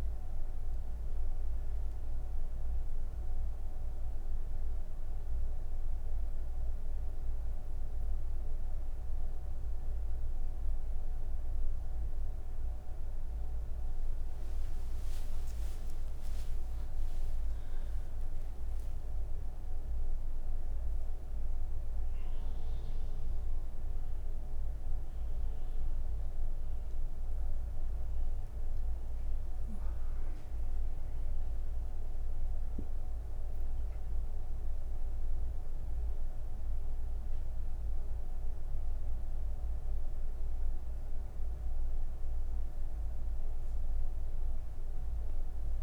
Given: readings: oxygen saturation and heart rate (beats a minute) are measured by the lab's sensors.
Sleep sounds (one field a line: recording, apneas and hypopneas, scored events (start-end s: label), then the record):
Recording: breathing in sleep, hard to hear, by a room microphone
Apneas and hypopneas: 1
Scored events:
3.00-14.00 s: obstructive apnea (oxygen 99% before, 95% lowest)
From the record:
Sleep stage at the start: N3 (deep sleep)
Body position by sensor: on the right side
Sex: female